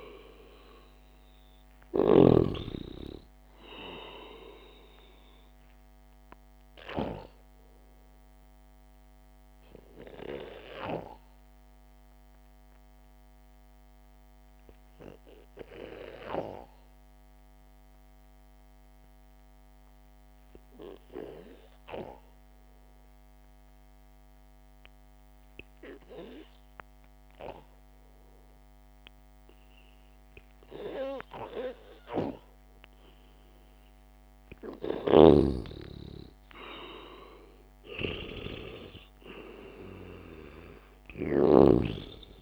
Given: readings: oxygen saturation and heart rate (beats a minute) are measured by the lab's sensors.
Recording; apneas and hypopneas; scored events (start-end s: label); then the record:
breathing in sleep by a microphone on the trachea; 1
0.00-2.50 s: snoring (device-marked)
1.00-5.00 s: arousal
11.50-32.50 s: obstructive apnea (oxygen 98% before, 92% lowest, heart rate 55 before, 54 extreme, up 2 after)
34.50-38.50 s: arousal
From the record:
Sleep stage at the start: N2 (light sleep); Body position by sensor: on the back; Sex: male